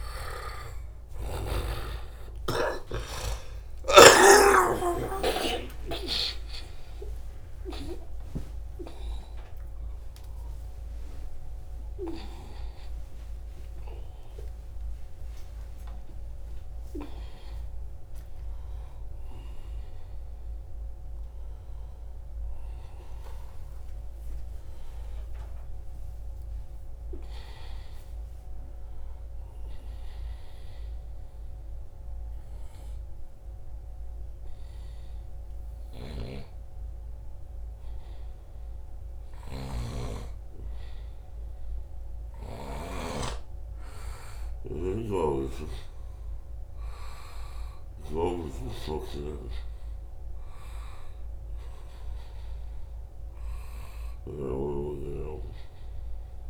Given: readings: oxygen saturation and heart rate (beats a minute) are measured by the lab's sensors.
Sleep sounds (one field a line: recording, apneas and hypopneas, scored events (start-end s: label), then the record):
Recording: a person partly awake in a sleep study, by a room microphone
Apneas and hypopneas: 1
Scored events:
0.00-4.00 s: snoring (device-marked)
0.00-19.00 s: oxygen desaturation (device-marked, oxygen 91% lowest, heart rate 79 extreme)
2.00-4.00 s: long interval between heartbeats (device-marked, heart rate 69 before, 81 extreme)
4.50-6.50 s: long interval between heartbeats (device-marked, heart rate 70 before, 98 extreme)
7.00-9.00 s: long interval between heartbeats (device-marked, heart rate 76 before, 139 extreme)
17.00-19.00 s: long interval between heartbeats (device-marked, heart rate 102 before, 103 extreme)
20.00-56.50 s: new sleep stage, N2 (light sleep)
29.00-41.50 s: hypopnea (oxygen 98% before, 91% lowest, heart rate 102 before, 79 extreme, up 1 after)
35.50-42.50 s: snoring (device-marked)
44.00-47.50 s: arousal
44.50-54.00 s: snoring (device-marked)
45.00-56.50 s: oxygen desaturation (device-marked, oxygen 97% before, 93% lowest, heart rate 84 before, 77 extreme)
From the record:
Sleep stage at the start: awake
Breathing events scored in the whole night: 499 in 6.2 hours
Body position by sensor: on the right side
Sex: male